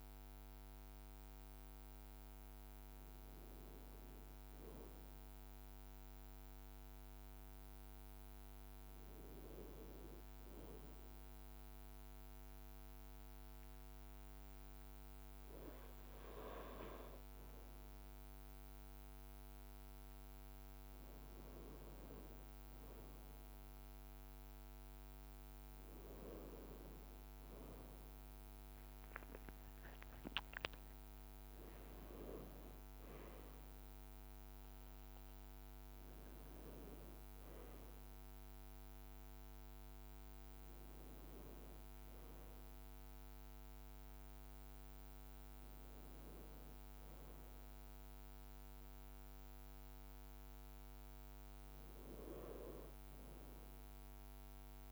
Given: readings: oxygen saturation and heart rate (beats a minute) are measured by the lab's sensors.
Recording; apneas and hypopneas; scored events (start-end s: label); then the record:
breathing in sleep by a microphone on the trachea; none
6.00-9.50 s: leg movement (device-marked)
28.00-32.00 s: leg movement (device-marked)
28.50-33.00 s: arousal
From the record:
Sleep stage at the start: N2 (light sleep); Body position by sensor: on the front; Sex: male